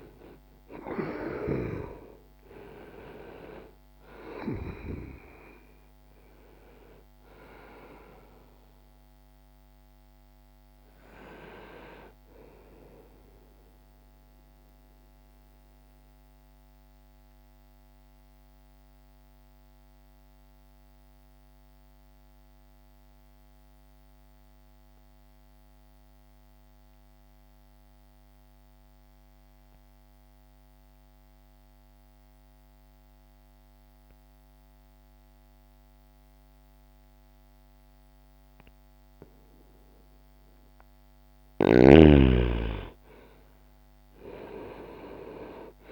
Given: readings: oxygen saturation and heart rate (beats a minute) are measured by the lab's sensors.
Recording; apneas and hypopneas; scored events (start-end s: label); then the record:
breathing in sleep by a microphone on the trachea; 1
13.50-40.50 s: obstructive apnea (oxygen 97% before, 84% lowest, heart rate 62 before, 60 extreme, up 1 after)
24.50-32.50 s: oxygen desaturation (device-marked, oxygen 93% before, 85% lowest, heart rate 61 before, 60 extreme)
42.50-45.91 s: arousal
43.50-45.91 s: oxygen desaturation (device-marked, oxygen 98% before, 84% lowest, heart rate 61 before, 60 extreme)
From the record:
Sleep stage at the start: N2 (light sleep); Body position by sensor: on the right side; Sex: male